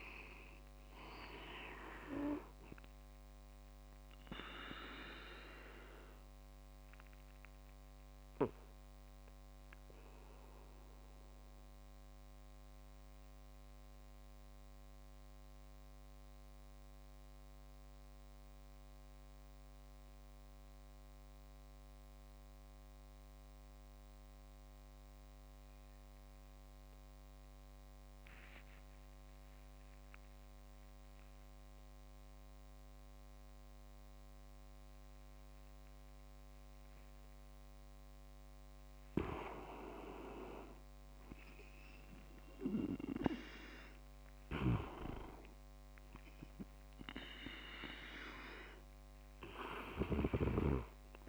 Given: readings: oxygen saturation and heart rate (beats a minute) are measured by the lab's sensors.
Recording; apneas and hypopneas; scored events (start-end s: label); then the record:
breathing in sleep by a microphone on the trachea; 1
0.00-9.50 s: oxygen desaturation (device-marked, oxygen 94% lowest)
4.00-35.50 s: obstructive apnea (oxygen 99% before, 94% lowest)
28.00-31.00 s: leg movement (device-marked)
38.00-43.00 s: arousal
44.00-50.00 s: snoring (device-marked)
From the record:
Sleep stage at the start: N2 (light sleep); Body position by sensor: on the back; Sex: male